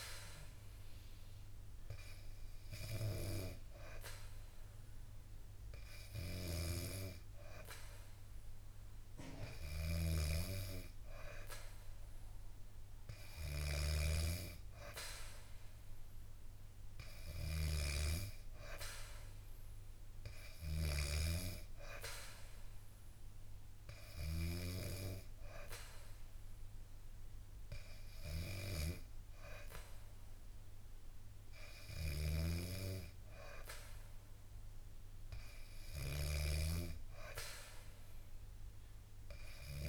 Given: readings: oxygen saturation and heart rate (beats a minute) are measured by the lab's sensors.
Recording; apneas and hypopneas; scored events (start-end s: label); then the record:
breathing in sleep by a room microphone; none
9.50-14.00 s: snoring (device-marked)
From the record:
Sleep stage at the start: N2 (light sleep); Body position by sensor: on the back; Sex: female